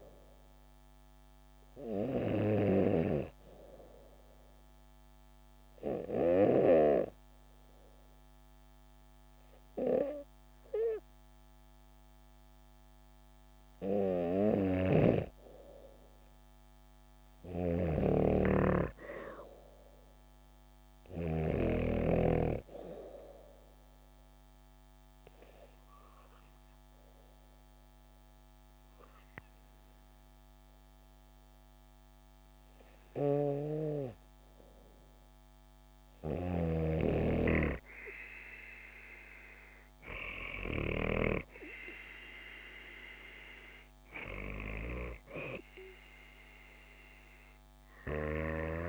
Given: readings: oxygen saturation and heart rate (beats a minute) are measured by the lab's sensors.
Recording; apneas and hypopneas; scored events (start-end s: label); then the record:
breathing in sleep by a microphone on the trachea; 2
3.50-14.50 s: obstructive apnea (oxygen 94% before, 93% lowest, heart rate 70 before, 64 extreme, up 1 after)
14.50-21.50 s: snoring (device-marked)
16.50-19.00 s: arousal
23.50-35.50 s: obstructive apnea (oxygen 95% before, 93% lowest, heart rate 70 before, 66 extreme, up 5 after)
38.00-41.00 s: arousal
From the record:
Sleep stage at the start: N3 (deep sleep); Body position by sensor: on the back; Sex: female